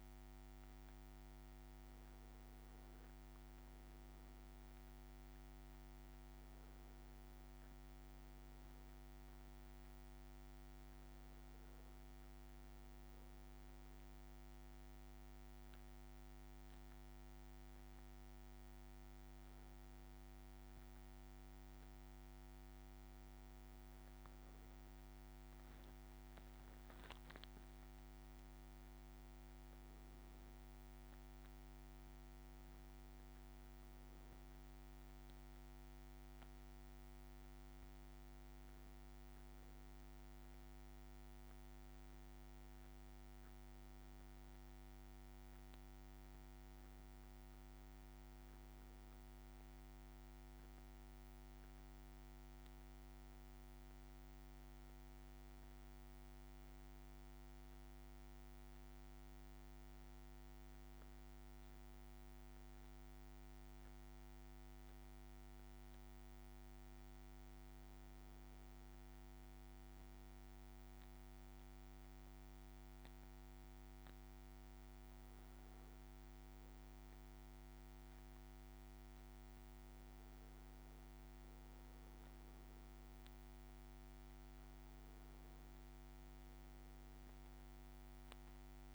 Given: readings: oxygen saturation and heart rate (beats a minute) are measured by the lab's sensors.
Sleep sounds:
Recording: breathing in sleep, hard to hear, by a microphone on the trachea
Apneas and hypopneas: 1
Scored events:
0.00-2.50 s: arousal
49.50-88.95 s: new sleep stage, N2 (light sleep)
53.00-66.00 s: hypopnea (oxygen 99% before, 96% lowest, heart rate 60 before, 58 extreme, up 0 after)
69.00-74.50 s: arousal
From the record:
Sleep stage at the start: N1 (lightest sleep)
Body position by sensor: on the back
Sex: male

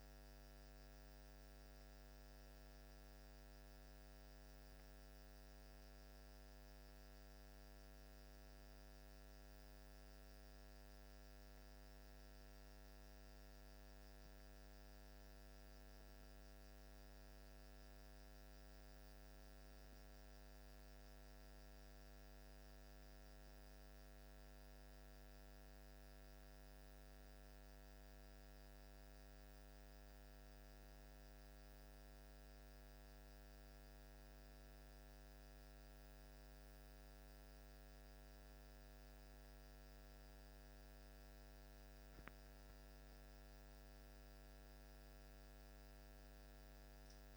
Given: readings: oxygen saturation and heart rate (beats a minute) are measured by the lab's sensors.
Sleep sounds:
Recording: a person awake in a sleep study, hard to hear, by a microphone on the trachea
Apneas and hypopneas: none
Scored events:
none scored
From the record:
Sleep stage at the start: awake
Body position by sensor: on the back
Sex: male

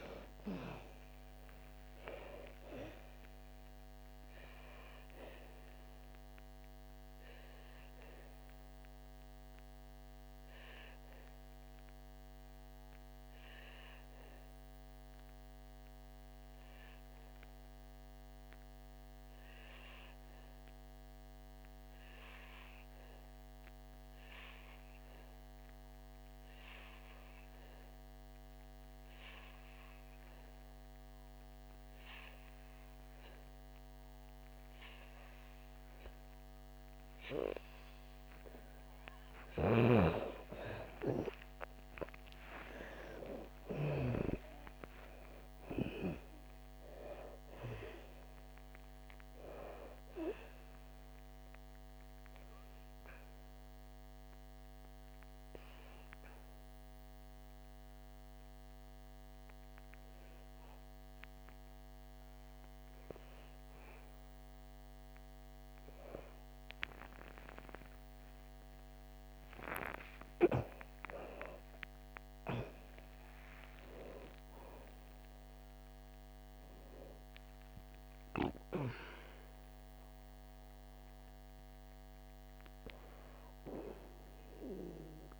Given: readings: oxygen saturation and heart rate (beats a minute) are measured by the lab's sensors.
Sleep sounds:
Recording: breathing in sleep by a microphone on the trachea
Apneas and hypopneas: 2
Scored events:
0.00-2.00 s: arousal
0.00-29.50 s: oxygen desaturation (device-marked, oxygen 88% lowest, heart rate 53 extreme)
6.00-39.00 s: obstructive apnea (oxygen 99% before, 85% lowest, heart rate 65 before, 53 extreme, up 11 after)
40.00-44.50 s: snoring (device-marked)
40.50-57.50 s: oxygen desaturation (device-marked, oxygen 98% before, 87% lowest, heart rate 60 before, 57 extreme)
41.00-45.50 s: arousal
52.50-66.50 s: obstructive apnea (oxygen 98% before, 85% lowest, heart rate 65 before, 57 extreme, up 12 after)
67.50-81.50 s: oxygen desaturation (device-marked, oxygen 89% before, 85% lowest, heart rate 64 before, 65 extreme)
67.50-85.40 s: new sleep stage, awake
From the record:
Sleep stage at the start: N2 (light sleep)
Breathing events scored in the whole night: 596 in 6.8 hours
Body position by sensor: on the back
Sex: female

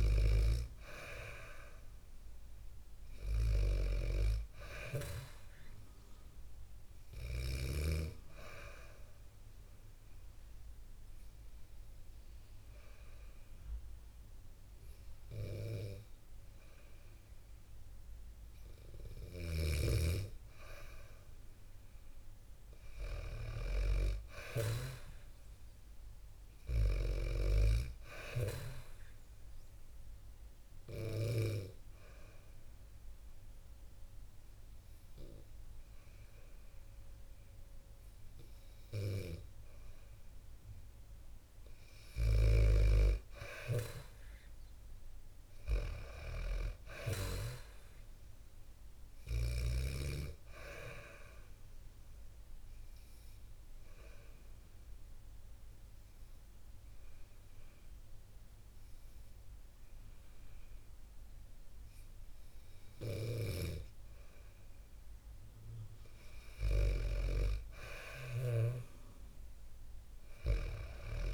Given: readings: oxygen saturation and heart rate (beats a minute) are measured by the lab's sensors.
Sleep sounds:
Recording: breathing in sleep by a room microphone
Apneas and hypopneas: 3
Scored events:
9.00-20.00 s: hypopnea (oxygen 97% before, 94% lowest, heart rate 66 before, 64 extreme, up 2 after)
22.00-25.50 s: arousal
29.50-40.50 s: hypopnea (oxygen 97% before, 94% lowest, heart rate 68 before, 64 extreme, up 4 after)
42.50-46.00 s: arousal
50.50-64.50 s: hypopnea (oxygen 97% before, 94% lowest, heart rate 66 before, 64 extreme, up 4 after)
66.00-70.00 s: arousal
67.50-71.34 s: snoring (device-marked)
From the record:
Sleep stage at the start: N2 (light sleep)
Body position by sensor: on the back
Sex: female

